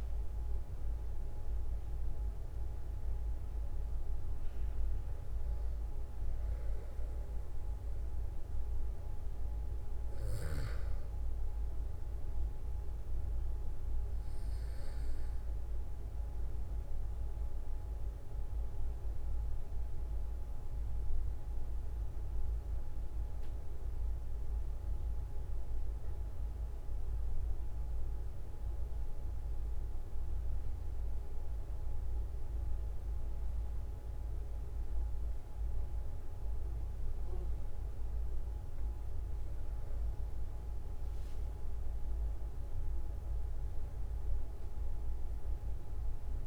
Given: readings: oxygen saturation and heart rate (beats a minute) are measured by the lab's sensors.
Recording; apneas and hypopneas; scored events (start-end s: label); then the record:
breathing in sleep, hard to hear, by a room microphone; 1
16.50-38.50 s: obstructive apnea (oxygen 96% before, 91% lowest, heart rate 46 before, 43 extreme, up 3 after)
40.00-44.00 s: arousal
From the record:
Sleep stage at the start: N2 (light sleep); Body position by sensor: on the back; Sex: male